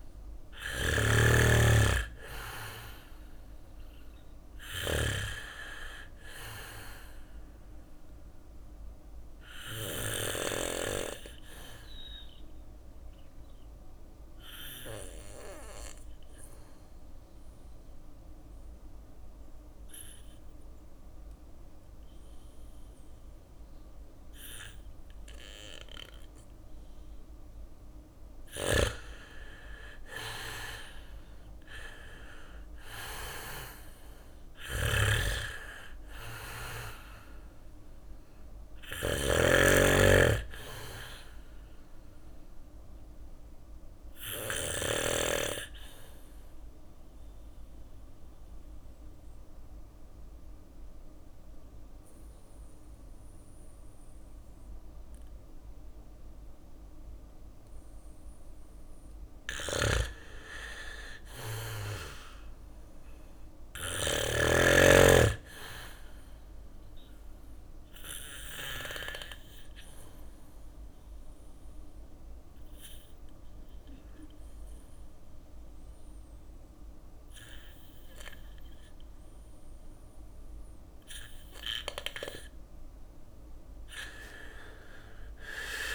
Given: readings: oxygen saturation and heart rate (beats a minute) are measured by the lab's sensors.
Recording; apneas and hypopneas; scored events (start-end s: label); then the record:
breathing in sleep by a room microphone; 3
0.00-1.50 s: bradycardia (device-marked, heart rate 60 extreme)
0.00-9.50 s: snoring (device-marked)
1.50-16.50 s: oxygen desaturation (device-marked, oxygen 99% before, 95% lowest, heart rate 60 before, 56 extreme)
3.50-24.50 s: bradycardia (device-marked, heart rate 60 before, 56 extreme)
9.50-25.50 s: obstructive apnea (oxygen 100% before, 94% lowest, heart rate 60 before, 57 extreme, up 5 after)
28.50-40.50 s: drop in pulse transit time (device-marked, heart rate 58 before, 61 extreme)
29.00-32.00 s: arousal
33.50-44.00 s: snoring (device-marked)
36.50-53.50 s: oxygen desaturation (device-marked, oxygen 98% before, 94% lowest, heart rate 60 before, 55 extreme)
38.50-49.50 s: bradycardia (device-marked, heart rate 60 before, 58 extreme)
45.00-57.50 s: obstructive apnea (oxygen 99% before, 93% lowest, heart rate 61 before, 55 extreme, up 3 after)
58.50-63.00 s: snoring (device-marked)
59.50-63.00 s: arousal
63.50-79.50 s: bradycardia (device-marked, heart rate 60 before, 55 extreme)
68.50-81.00 s: obstructive apnea (oxygen 99% before, 93% lowest, heart rate 60 before, 55 extreme, up 10 after)
83.00-85.94 s: arousal
83.50-85.94 s: drop in pulse transit time (device-marked, heart rate 57 before, 60 extreme)
From the record:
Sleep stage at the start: N2 (light sleep); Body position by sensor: on the back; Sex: male